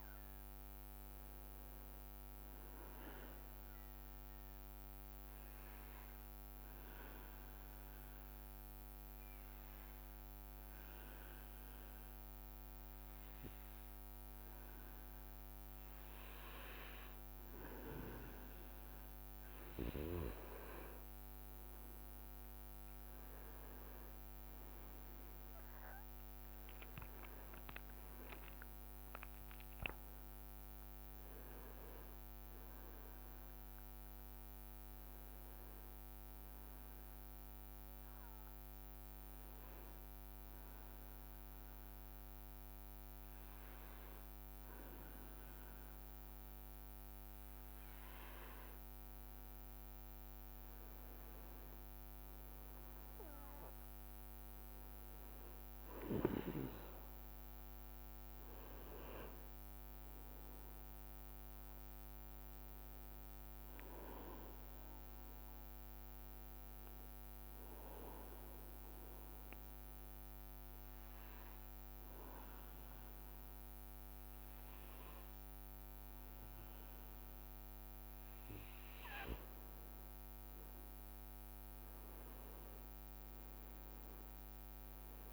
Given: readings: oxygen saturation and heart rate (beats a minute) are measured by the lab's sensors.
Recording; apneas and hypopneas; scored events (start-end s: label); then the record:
breathing in sleep by a microphone on the trachea; 3
3.50-17.00 s: obstructive apnea (oxygen 98% before, 93% lowest, heart rate 64 before, 64 extreme, up 4 after)
19.00-40.00 s: oxygen desaturation (device-marked, oxygen 97% before, 93% lowest, heart rate 65 before, 61 extreme)
22.50-32.00 s: leg movement (device-marked)
24.50-29.50 s: arousal
39.00-50.00 s: hypopnea (oxygen 97% before, 94% lowest, heart rate 70 before, 60 extreme, up 5 after)
53.50-57.50 s: arousal
68.00-78.50 s: obstructive apnea (oxygen 98% before, 94% lowest, heart rate 64 before, 60 extreme, up 6 after)
80.00-85.33 s: oxygen desaturation (device-marked, oxygen 97% before, 94% lowest, heart rate 63 before, 59 extreme)
81.50-84.50 s: arousal
From the record:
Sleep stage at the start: N2 (light sleep); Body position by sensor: on the back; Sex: male